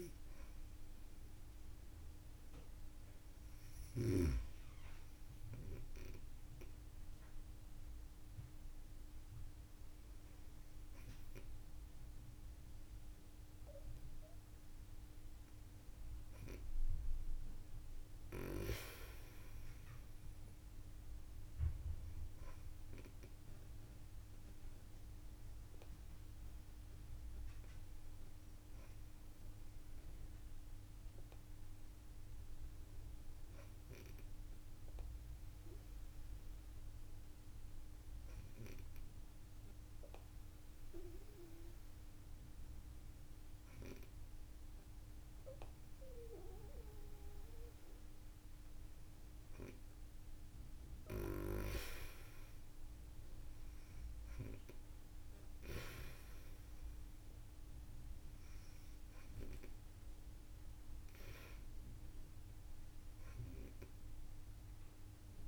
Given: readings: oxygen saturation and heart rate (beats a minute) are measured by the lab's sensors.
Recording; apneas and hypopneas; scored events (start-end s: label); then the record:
breathing in sleep by a room microphone; 1
18.50-22.00 s: arousal
24.50-44.00 s: hypopnea (oxygen 96% before, 94% lowest)
31.50-33.50 s: long interval between heartbeats (device-marked)
46.00-49.50 s: arousal
62.50-65.48 s: arousal
From the record:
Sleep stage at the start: N2 (light sleep); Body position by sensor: on the right side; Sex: female